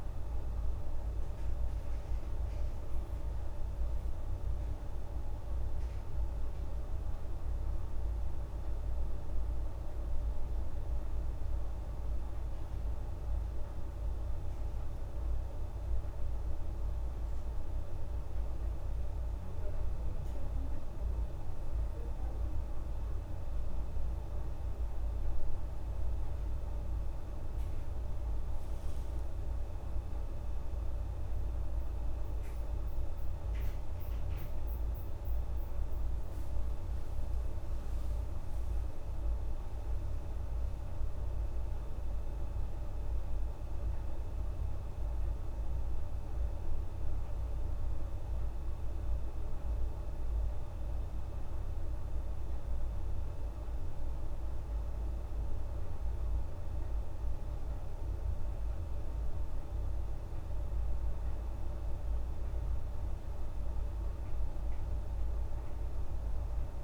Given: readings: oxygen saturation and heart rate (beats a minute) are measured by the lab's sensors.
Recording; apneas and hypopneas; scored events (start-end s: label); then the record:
a person awake in a sleep study, hard to hear, by a room microphone; none
60.00-66.84 s: new sleep stage, N1 (lightest sleep)
From the record:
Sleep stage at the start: awake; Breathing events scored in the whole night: 206 in 7.8 hours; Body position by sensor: on the back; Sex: female